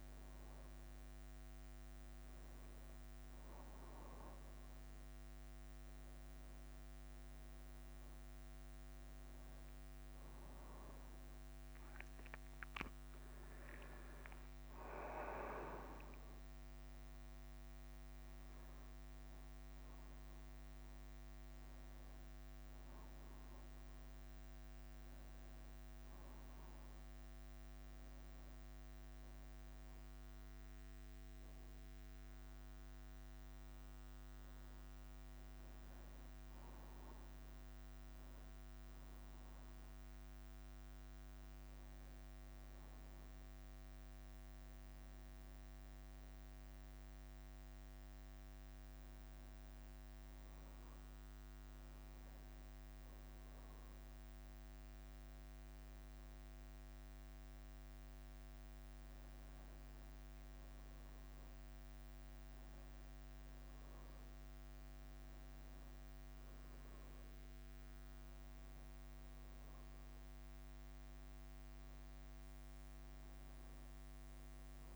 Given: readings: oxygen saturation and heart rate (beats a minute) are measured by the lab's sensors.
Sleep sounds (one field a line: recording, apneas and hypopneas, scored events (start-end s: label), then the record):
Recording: a person partly awake in a sleep study, hard to hear, by a microphone on the trachea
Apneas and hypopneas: none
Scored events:
0.00-5.50 s: oxygen desaturation (device-marked, oxygen 91% lowest, heart rate 53 extreme)
8.50-11.50 s: bradycardia (device-marked, heart rate 62 before, 63 extreme)
23.50-25.50 s: long interval between heartbeats (device-marked, heart rate 64 before, 65 extreme)
26.50-28.50 s: bradycardia (device-marked, heart rate 62 before, 61 extreme)
29.50-74.96 s: new sleep stage, N2 (light sleep)
31.50-33.50 s: long interval between heartbeats (device-marked, heart rate 60 before, 63 extreme)
32.50-37.50 s: bradycardia (device-marked, heart rate 62 before, 56 extreme)
49.50-65.50 s: bradycardia (device-marked, heart rate 62 before, 53 extreme)
70.00-72.00 s: long interval between heartbeats (device-marked, heart rate 58 before, 64 extreme)
72.50-74.96 s: bradycardia (device-marked, heart rate 62 before, 54 extreme)
From the record:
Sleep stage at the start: awake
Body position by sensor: on the back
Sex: male